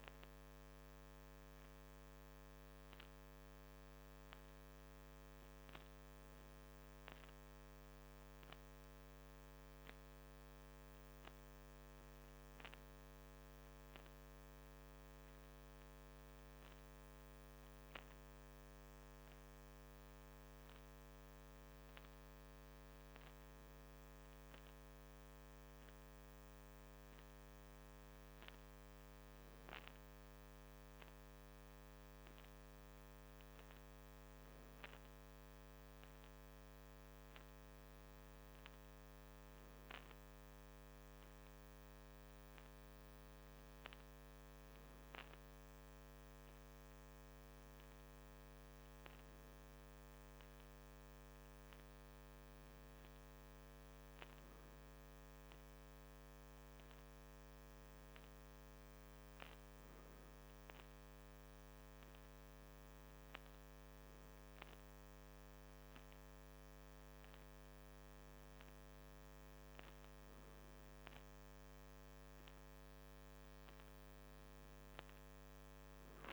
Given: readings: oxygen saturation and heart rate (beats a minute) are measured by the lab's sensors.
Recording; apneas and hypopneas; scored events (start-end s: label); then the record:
breathing in sleep, hard to hear, by a microphone on the trachea; none
none scored
From the record:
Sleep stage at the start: N2 (light sleep); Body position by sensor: on the back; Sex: male